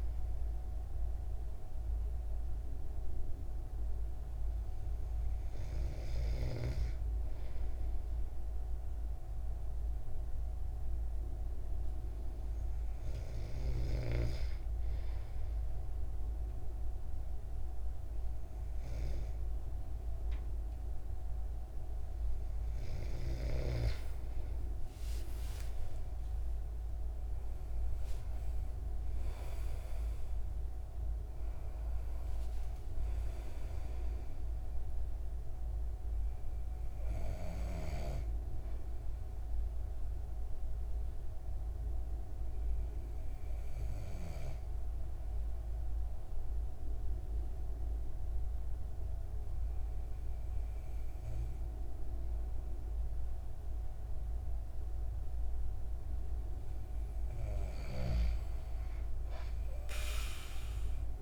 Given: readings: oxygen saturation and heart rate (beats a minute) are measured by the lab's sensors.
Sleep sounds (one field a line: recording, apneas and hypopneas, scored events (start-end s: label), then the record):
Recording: breathing in sleep by a room microphone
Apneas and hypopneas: 2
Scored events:
3.50-22.00 s: hypopnea (oxygen 97% before, 94% lowest, heart rate 76 before, 66 extreme, up 22 after)
25.00-30.50 s: arousal
38.00-56.50 s: hypopnea (oxygen 97% before, 94% lowest, heart rate 78 before, 66 extreme, up 20 after)
From the record:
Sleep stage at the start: N2 (light sleep)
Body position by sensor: on the back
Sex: male